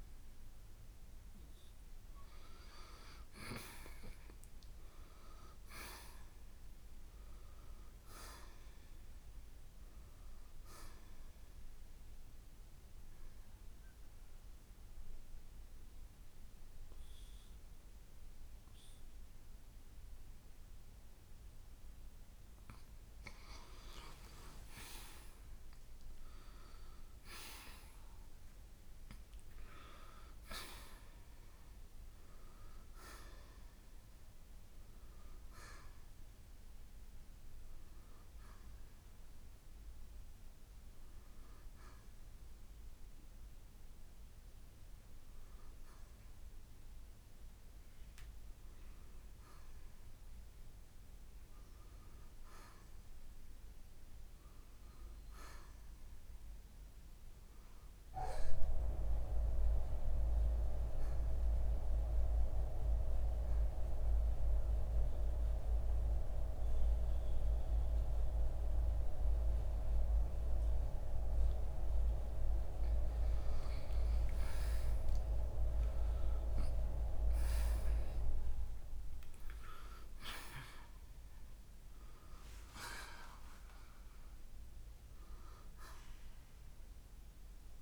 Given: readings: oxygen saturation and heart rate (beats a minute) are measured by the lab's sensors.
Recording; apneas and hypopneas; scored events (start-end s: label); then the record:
breathing in sleep by a room microphone; 2
0.50-4.00 s: arousal
11.00-29.00 s: oxygen desaturation (device-marked, oxygen 92% before, 88% lowest, heart rate 65 before, 59 extreme)
13.50-23.50 s: obstructive apnea (oxygen 94% before, 87% lowest, heart rate 65 before, 59 extreme, up 7 after)
25.00-29.50 s: arousal
39.00-54.00 s: oxygen desaturation (device-marked, oxygen 93% before, 87% lowest, heart rate 64 before, 59 extreme)
58.50-61.50 s: arousal
63.50-73.50 s: mixed apnea (oxygen 95% before, 84% lowest, heart rate 65 before, 62 extreme, up 6 after)
75.50-80.50 s: arousal
84.00-87.81 s: oxygen desaturation (device-marked, oxygen 92% before, 84% lowest, heart rate 65 before, 61 extreme)
From the record:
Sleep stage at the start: N2 (light sleep); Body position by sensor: on the right side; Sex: male